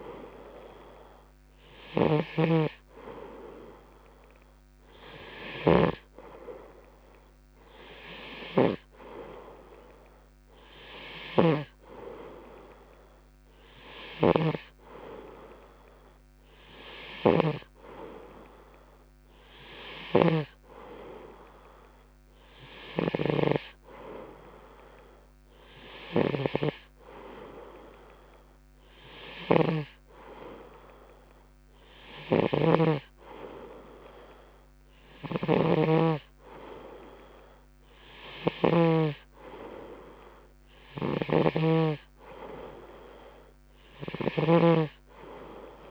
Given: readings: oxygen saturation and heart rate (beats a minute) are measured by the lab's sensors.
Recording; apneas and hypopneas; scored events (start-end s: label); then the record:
breathing in sleep by a microphone on the trachea; none
0.00-39.50 s: snoring (device-marked)
41.50-45.91 s: snoring (device-marked)
From the record:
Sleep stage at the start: N2 (light sleep); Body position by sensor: on the right side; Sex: male